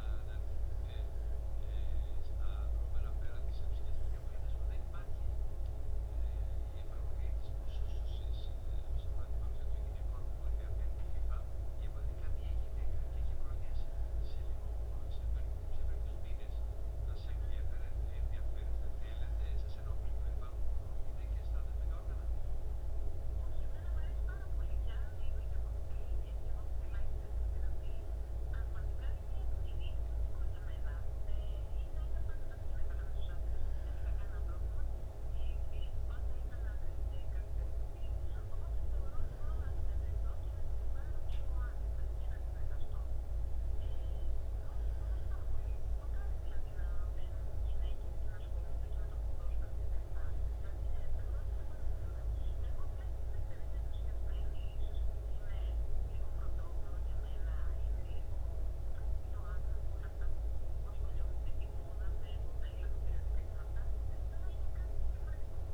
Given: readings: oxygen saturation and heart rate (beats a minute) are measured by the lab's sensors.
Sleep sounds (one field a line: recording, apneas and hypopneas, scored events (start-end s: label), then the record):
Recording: breathing in sleep, hard to hear, by a room microphone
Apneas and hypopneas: none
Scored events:
none scored
From the record:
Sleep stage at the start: N2 (light sleep)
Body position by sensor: on the back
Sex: male